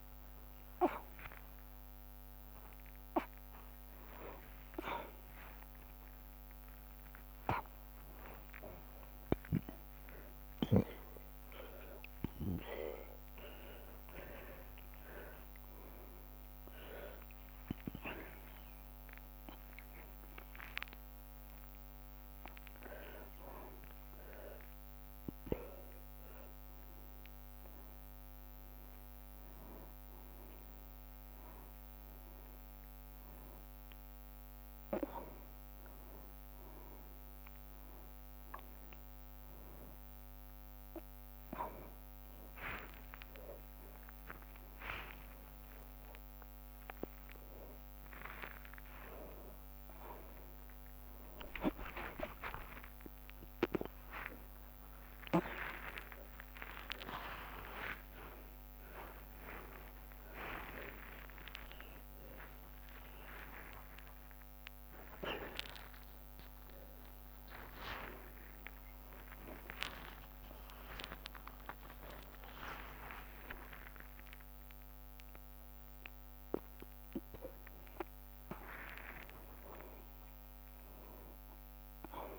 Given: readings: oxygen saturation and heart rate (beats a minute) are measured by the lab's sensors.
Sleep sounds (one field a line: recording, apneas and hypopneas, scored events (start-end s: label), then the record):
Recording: a person awake in a sleep study, by a microphone on the trachea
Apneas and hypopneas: none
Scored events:
0.00-1.00 s: long interval between heartbeats (device-marked, heart rate 85 extreme)
0.00-4.00 s: tachycardia (device-marked, heart rate 129 extreme)
1.00-22.00 s: drop in pulse transit time (device-marked, heart rate 69 before, 85 extreme)
1.50-3.50 s: long interval between heartbeats (device-marked, heart rate 69 before, 123 extreme)
6.50-8.50 s: long interval between heartbeats (device-marked, heart rate 83 before, 96 extreme)
14.00-16.00 s: long interval between heartbeats (device-marked, heart rate 90 before, 91 extreme)
14.00-24.00 s: tachycardia (device-marked, heart rate 80 before, 137 extreme)
16.00-18.00 s: long interval between heartbeats (device-marked, heart rate 95 before, 100 extreme)
20.50-22.50 s: long interval between heartbeats (device-marked, heart rate 104 before, 127 extreme)
39.00-56.00 s: drop in pulse transit time (device-marked, heart rate 102 before, 79 extreme)
48.00-56.00 s: tachycardia (device-marked, heart rate 83 before, 134 extreme)
51.00-53.00 s: long interval between heartbeats (device-marked, heart rate 82 before, 104 extreme)
54.50-56.50 s: long interval between heartbeats (device-marked, heart rate 86 before, 130 extreme)
66.00-79.00 s: tachycardia (device-marked, heart rate 84 before, 164 extreme)
66.50-68.50 s: long interval between heartbeats (device-marked, heart rate 100 before, 99 extreme)
68.00-73.00 s: drop in pulse transit time (device-marked, heart rate 103 before, 100 extreme)
71.00-73.00 s: long interval between heartbeats (device-marked, heart rate 108 before, 128 extreme)
74.50-76.50 s: long interval between heartbeats (device-marked, heart rate 111 before, 158 extreme)
77.50-79.50 s: long interval between heartbeats (device-marked, heart rate 115 before, 145 extreme)
80.00-82.00 s: long interval between heartbeats (device-marked, heart rate 120 before, 111 extreme)
From the record:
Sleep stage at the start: awake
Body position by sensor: upright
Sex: male